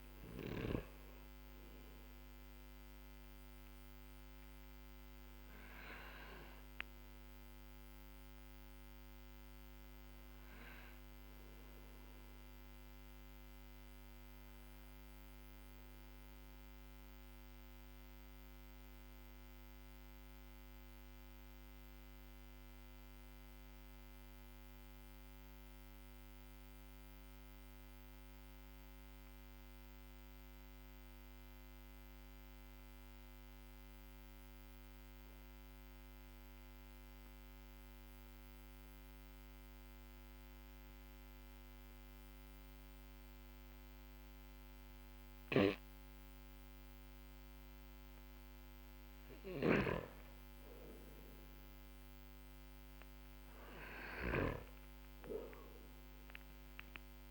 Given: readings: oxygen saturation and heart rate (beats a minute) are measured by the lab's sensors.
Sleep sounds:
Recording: breathing in sleep by a microphone on the trachea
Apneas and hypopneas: 1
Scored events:
0.00-28.50 s: oxygen desaturation (device-marked, oxygen 90% lowest, heart rate 42 extreme)
3.50-45.50 s: obstructive apnea (oxygen 98% before, 90% lowest, heart rate 48 before, 45 extreme, up 11 after)
48.50-54.00 s: arousal
49.00-54.00 s: snoring (device-marked)
From the record:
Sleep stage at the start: N2 (light sleep)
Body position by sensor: on the back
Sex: male

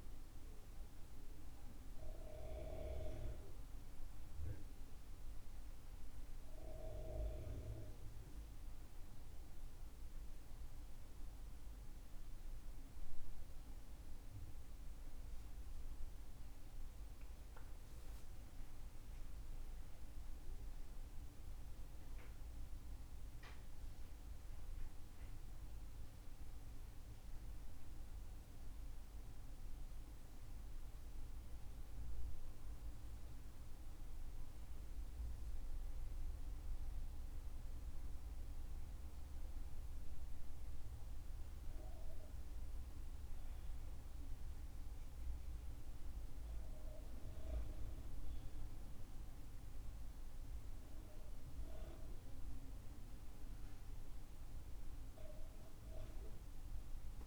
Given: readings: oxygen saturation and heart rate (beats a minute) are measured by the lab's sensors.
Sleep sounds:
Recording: breathing in sleep by a room microphone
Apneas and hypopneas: none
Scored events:
none scored
From the record:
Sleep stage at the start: N2 (light sleep)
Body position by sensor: on the back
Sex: male

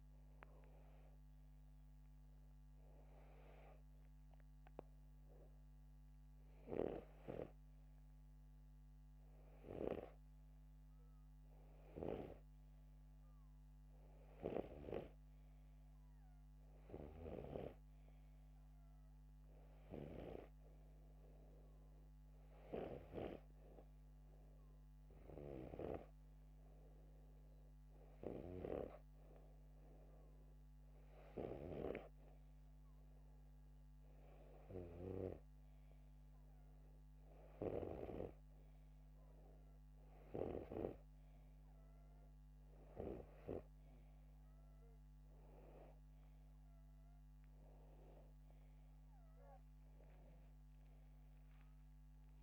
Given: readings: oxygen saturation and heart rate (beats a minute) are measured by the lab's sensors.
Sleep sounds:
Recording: breathing in sleep by a microphone on the trachea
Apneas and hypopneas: none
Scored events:
50.50-52.43 s: arousal
From the record:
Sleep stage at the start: N2 (light sleep)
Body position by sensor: upright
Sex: male

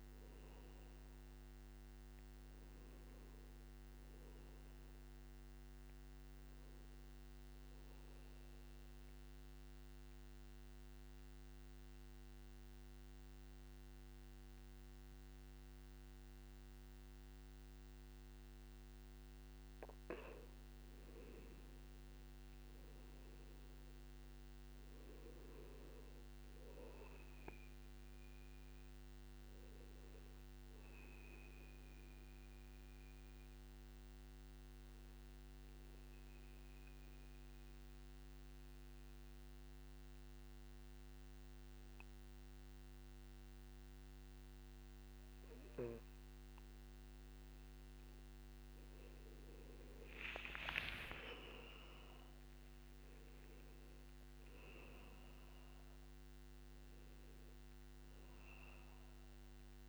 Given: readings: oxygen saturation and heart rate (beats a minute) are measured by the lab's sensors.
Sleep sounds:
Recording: breathing in sleep by a microphone on the trachea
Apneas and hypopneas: 2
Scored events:
1.50-15.50 s: oxygen desaturation (device-marked, oxygen 98% before, 94% lowest, heart rate 60 before, 54 extreme)
8.00-21.50 s: central apnea (oxygen 99% before, 91% lowest, heart rate 63 before, 54 extreme, up 9 after)
23.00-26.50 s: arousal
26.50-43.50 s: oxygen desaturation (device-marked, oxygen 97% before, 91% lowest, heart rate 59 before, 54 extreme)
32.50-48.00 s: obstructive apnea (oxygen 97% before, 91% lowest, heart rate 58 before, 52 extreme, up 30 after)
51.00-56.00 s: arousal
51.50-53.50 s: long interval between heartbeats (device-marked, heart rate 58 before, 78 extreme)
53.50-59.89 s: oxygen desaturation (device-marked, oxygen 98% before, 93% lowest, heart rate 60 before, 52 extreme)
From the record:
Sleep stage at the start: N2 (light sleep)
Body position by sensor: on the back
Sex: male

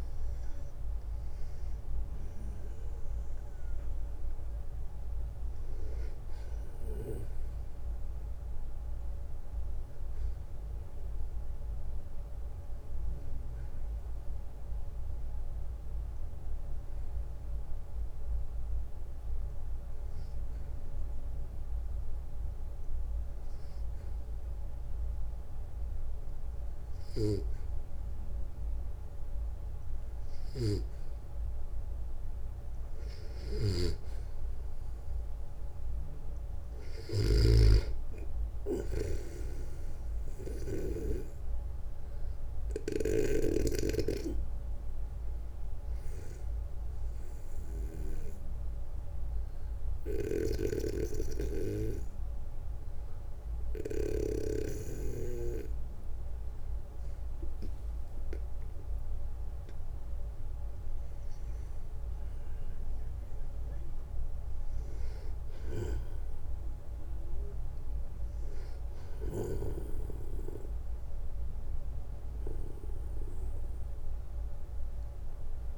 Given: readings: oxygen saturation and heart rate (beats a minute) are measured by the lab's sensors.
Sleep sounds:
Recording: breathing in sleep by a room microphone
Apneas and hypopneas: 1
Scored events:
9.50-30.50 s: obstructive apnea (oxygen 94% before, 91% lowest, heart rate 66 before, 60 extreme, up 4 after)
29.50-40.00 s: snoring (device-marked)
32.00-35.00 s: arousal
42.00-47.50 s: snoring (device-marked)
49.50-53.50 s: snoring (device-marked)
59.00-62.00 s: arousal
From the record:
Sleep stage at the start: N2 (light sleep)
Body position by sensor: on the back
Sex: male

